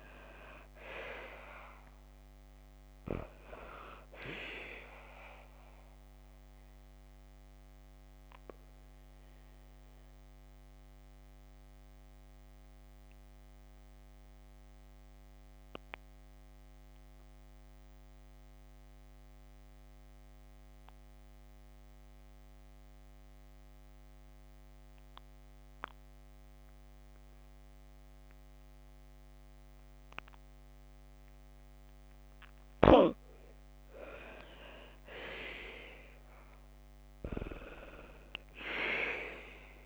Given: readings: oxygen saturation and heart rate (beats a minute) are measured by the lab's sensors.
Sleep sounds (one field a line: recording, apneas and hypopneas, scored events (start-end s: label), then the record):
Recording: breathing in sleep by a microphone on the trachea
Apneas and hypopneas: 1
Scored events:
0.00-1.50 s: arousal
0.00-29.50 s: oxygen desaturation (device-marked, oxygen 86% lowest, heart rate 52 extreme)
6.50-31.50 s: obstructive apnea (oxygen 95% before, 86% lowest, heart rate 56 before, 52 extreme, up 6 after)
35.00-39.00 s: arousal
37.50-39.86 s: oxygen desaturation (device-marked, oxygen 95% before, 91% lowest, heart rate 54 before, 53 extreme)
From the record:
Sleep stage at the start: N2 (light sleep)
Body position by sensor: on the back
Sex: female